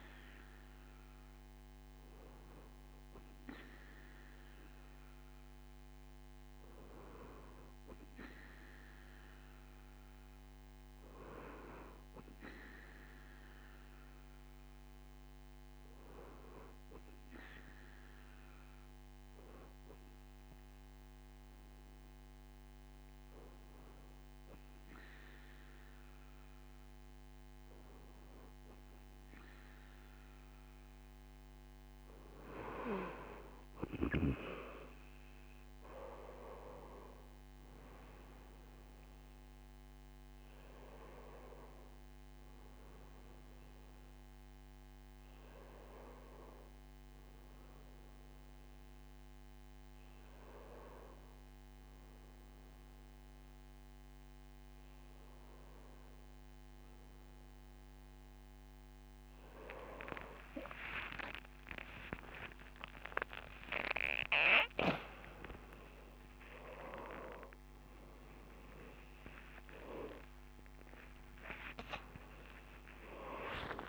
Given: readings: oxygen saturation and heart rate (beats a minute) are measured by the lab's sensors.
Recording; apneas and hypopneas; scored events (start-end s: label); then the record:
a person partly awake in a sleep study, by a microphone on the trachea; none
44.50-73.89 s: new sleep stage, awake
From the record:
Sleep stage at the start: REM sleep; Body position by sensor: on the right side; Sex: male